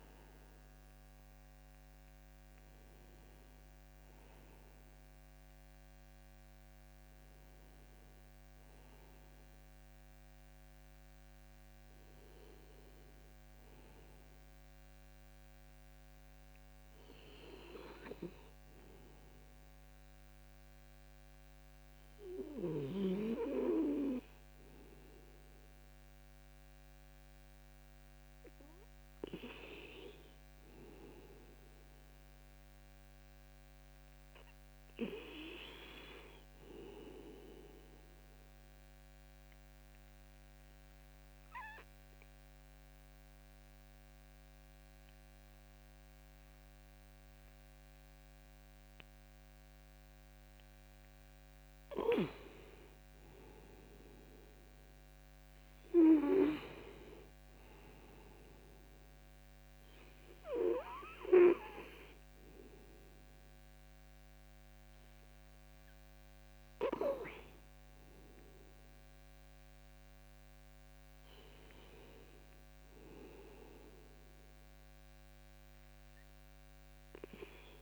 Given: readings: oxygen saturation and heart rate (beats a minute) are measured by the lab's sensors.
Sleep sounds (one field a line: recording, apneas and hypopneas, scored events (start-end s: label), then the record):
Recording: breathing in sleep by a microphone on the trachea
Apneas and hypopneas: 1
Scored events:
38.50-51.50 s: obstructive apnea (oxygen 100% before, 95% lowest)
54.00-58.50 s: arousal
From the record:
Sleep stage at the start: N2 (light sleep)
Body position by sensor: on the back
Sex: male